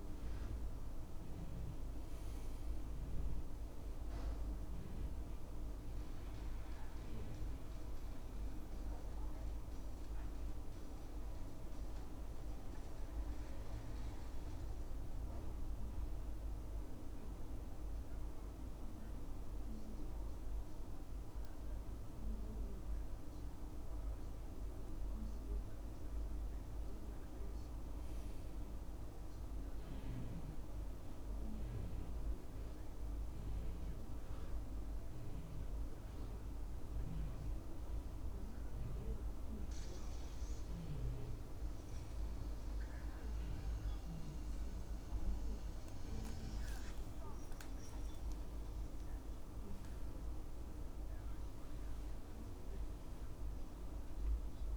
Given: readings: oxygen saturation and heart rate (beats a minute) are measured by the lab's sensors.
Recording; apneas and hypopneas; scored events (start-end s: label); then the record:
breathing in sleep, hard to hear, by a room microphone; 2
3.50-7.50 s: arousal
11.50-23.00 s: hypopnea (oxygen 98% before, 94% lowest, heart rate 75 before, 69 extreme, up 1 after)
25.50-29.00 s: arousal
33.00-44.50 s: hypopnea (oxygen 98% before, 93% lowest, heart rate 70 before, 69 extreme, up 4 after)
46.50-49.50 s: arousal
From the record:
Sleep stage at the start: N2 (light sleep); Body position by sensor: on the back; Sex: male